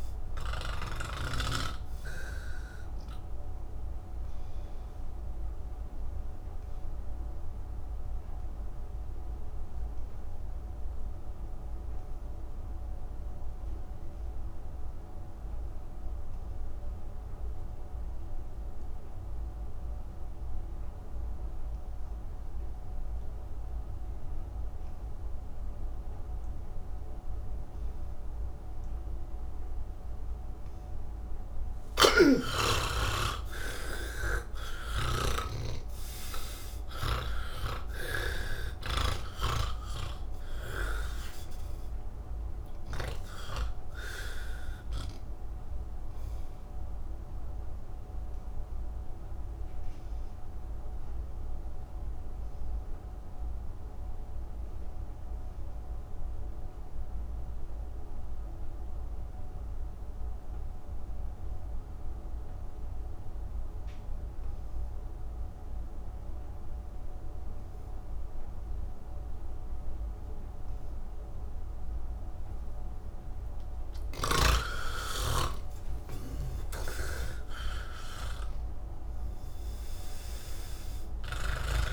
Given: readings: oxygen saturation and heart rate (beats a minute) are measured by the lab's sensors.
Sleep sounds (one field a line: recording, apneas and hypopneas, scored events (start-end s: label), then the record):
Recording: breathing in sleep by a room microphone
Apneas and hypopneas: 2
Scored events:
0.00-17.00 s: oxygen desaturation (device-marked, oxygen 78% lowest)
4.00-32.50 s: mixed apnea (oxygen 98% before, 77% lowest)
23.00-59.00 s: oxygen desaturation (device-marked, oxygen 98% before, 77% lowest)
32.00-39.00 s: snoring (device-marked)
46.50-72.50 s: obstructive apnea (oxygen 98% before, 77% lowest, heart rate 55 before, 99 extreme)
67.00-81.93 s: oxygen desaturation (device-marked, oxygen 98% before, 77% lowest)
From the record:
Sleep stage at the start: N3 (deep sleep)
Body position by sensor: on the back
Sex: male